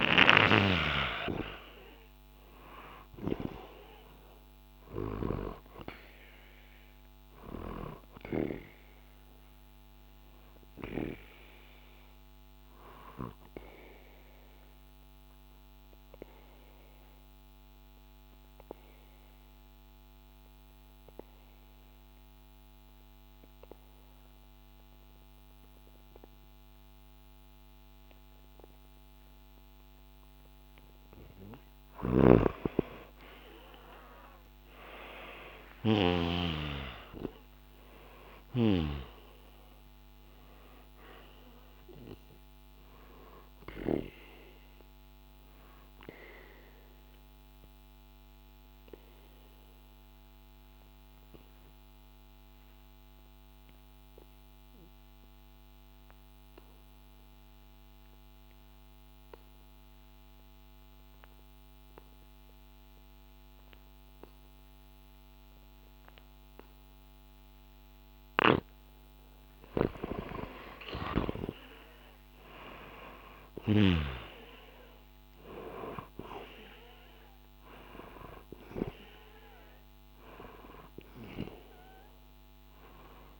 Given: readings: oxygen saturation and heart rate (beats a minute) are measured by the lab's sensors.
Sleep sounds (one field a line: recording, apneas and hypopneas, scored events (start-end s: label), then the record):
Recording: breathing in sleep by a microphone on the trachea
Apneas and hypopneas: 2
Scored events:
0.00-1.00 s: arousal
0.00-27.50 s: oxygen desaturation (device-marked, oxygen 89% lowest, heart rate 64 extreme)
12.00-31.00 s: obstructive apnea (oxygen 97% before, 89% lowest, heart rate 65 before, 64 extreme, up 28 after)
32.00-39.00 s: snoring (device-marked)
32.50-37.00 s: arousal
36.50-57.50 s: oxygen desaturation (device-marked, oxygen 98% before, 91% lowest, heart rate 68 before, 62 extreme)
44.50-69.00 s: obstructive apnea (oxygen 98% before, 90% lowest, heart rate 75 before, 60 extreme, up 3 after)
69.50-74.00 s: snoring (device-marked)
70.00-75.00 s: arousal
74.50-83.40 s: oxygen desaturation (device-marked, oxygen 98% before, 90% lowest, heart rate 65 before, 60 extreme)
From the record:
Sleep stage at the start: N2 (light sleep)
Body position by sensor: on the back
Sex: male